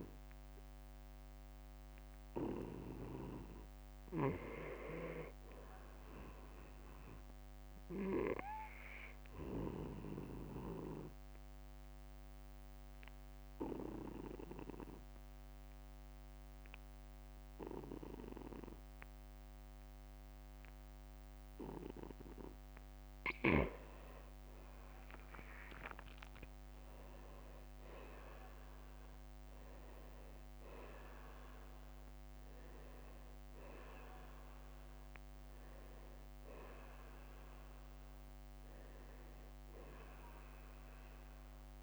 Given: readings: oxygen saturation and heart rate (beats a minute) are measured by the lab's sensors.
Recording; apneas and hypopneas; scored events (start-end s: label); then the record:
breathing in sleep by a microphone on the trachea; 1
9.50-22.00 s: obstructive apnea (oxygen 94% before, 85% lowest, heart rate 60 before, 52 extreme, up 13 after)
10.50-12.50 s: long interval between heartbeats (device-marked, heart rate 60 before, 59 extreme)
13.50-15.50 s: long interval between heartbeats (device-marked, heart rate 60 before, 53 extreme)
23.00-37.00 s: oxygen desaturation (device-marked, oxygen 94% before, 90% lowest, heart rate 56 before, 54 extreme)
24.50-28.00 s: arousal
From the record:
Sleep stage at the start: N2 (light sleep); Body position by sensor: on the back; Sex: male